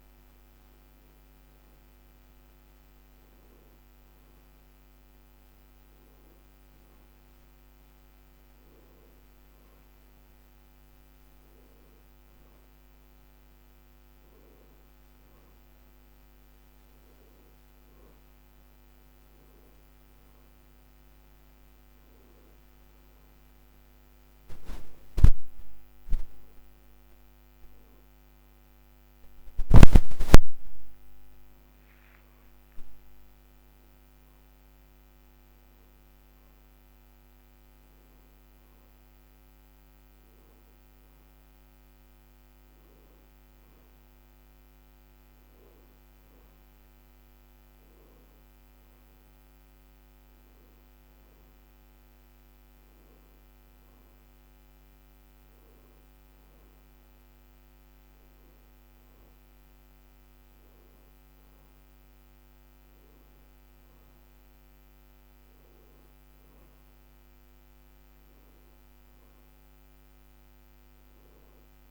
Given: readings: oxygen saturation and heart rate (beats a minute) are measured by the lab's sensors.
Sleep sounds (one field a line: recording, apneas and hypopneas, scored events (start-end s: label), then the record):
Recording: breathing in sleep, hard to hear, by a microphone on the trachea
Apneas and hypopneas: none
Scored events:
none scored
From the record:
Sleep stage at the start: N2 (light sleep)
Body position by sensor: on the back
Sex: male